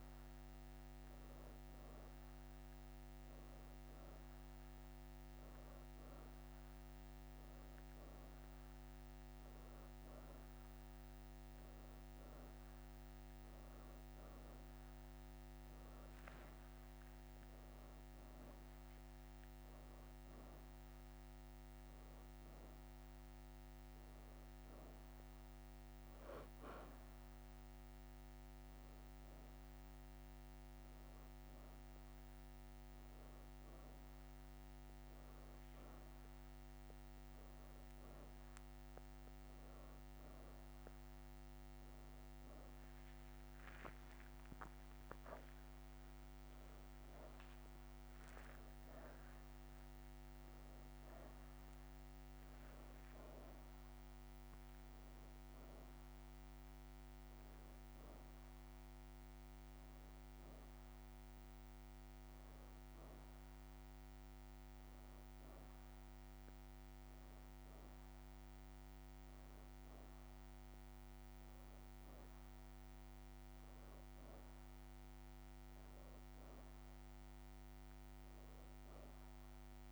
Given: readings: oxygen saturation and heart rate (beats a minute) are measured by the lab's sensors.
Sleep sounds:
a person partly awake in a sleep study, hard to hear, by a microphone on the trachea; none
0.00-2.00 s: leg movement (device-marked)
4.00-6.00 s: leg movement (device-marked)
7.50-9.00 s: leg movement (device-marked)
28.00-79.92 s: new sleep stage, N1 (lightest sleep)
29.00-31.00 s: leg movement (device-marked)
35.50-38.00 s: leg movement (device-marked)
43.50-49.50 s: leg movement (device-marked)
From the record:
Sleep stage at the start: awake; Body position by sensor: on the back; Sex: female

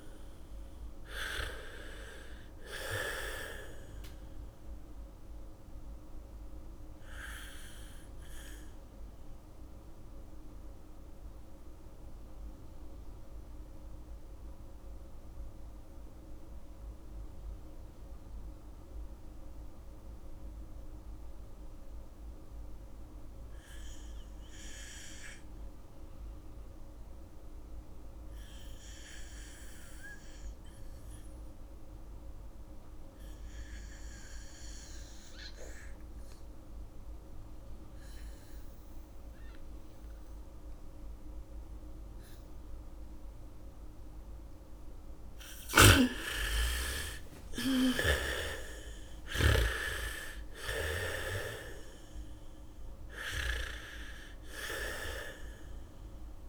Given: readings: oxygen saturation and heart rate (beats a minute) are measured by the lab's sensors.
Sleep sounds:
breathing in sleep by a room microphone; 1
0.00-21.00 s: oxygen desaturation (device-marked, oxygen 83% lowest, heart rate 39 extreme)
6.00-44.50 s: mixed apnea (oxygen 99% before, 78% lowest, heart rate 57 before, 37 extreme, up 2 after)
32.00-56.49 s: oxygen desaturation (device-marked, oxygen 99% before, 78% lowest, heart rate 74 before, 37 extreme)
33.00-36.00 s: bradycardia (device-marked, heart rate 68 before, 63 extreme)
43.00-51.00 s: bradycardia (device-marked, heart rate 68 before, 45 extreme)
46.50-51.50 s: arousal
From the record:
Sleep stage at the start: N2 (light sleep); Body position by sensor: on the back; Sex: female

